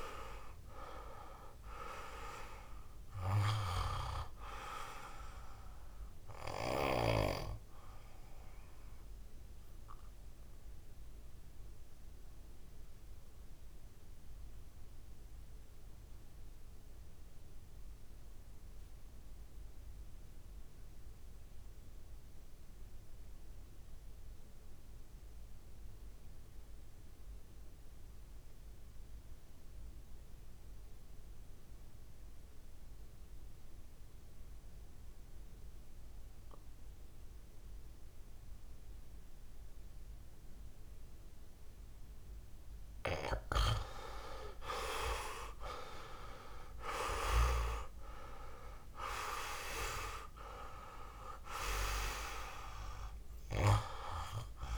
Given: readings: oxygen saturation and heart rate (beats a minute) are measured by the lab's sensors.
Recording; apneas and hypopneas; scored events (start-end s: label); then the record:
breathing in sleep by a room microphone; 1
0.00-24.00 s: oxygen desaturation (device-marked, oxygen 89% lowest, heart rate 43 extreme)
8.00-42.00 s: obstructive apnea (oxygen 97% before, 85% lowest, heart rate 52 before, 52 extreme, up 6 after)
43.00-54.00 s: oxygen desaturation (device-marked, oxygen 98% before, 92% lowest, heart rate 58 before, 54 extreme)
44.00-48.50 s: arousal
From the record:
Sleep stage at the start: REM sleep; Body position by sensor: on the right side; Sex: male